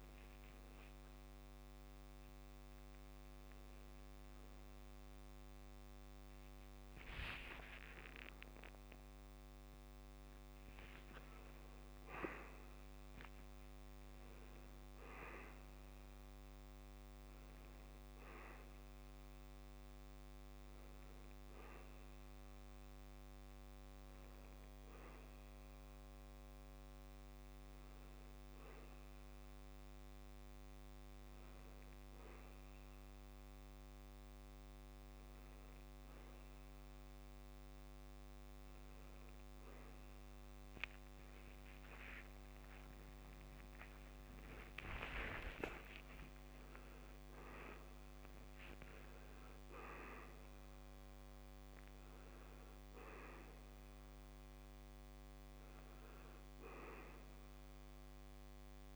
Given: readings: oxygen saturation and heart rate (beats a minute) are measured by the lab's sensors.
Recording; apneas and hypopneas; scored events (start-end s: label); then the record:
a person awake in a sleep study, by a microphone on the trachea; none
0.00-31.50 s: oxygen desaturation (device-marked, oxygen 92% lowest, heart rate 55 extreme)
From the record:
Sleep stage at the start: awake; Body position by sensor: on the back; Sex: male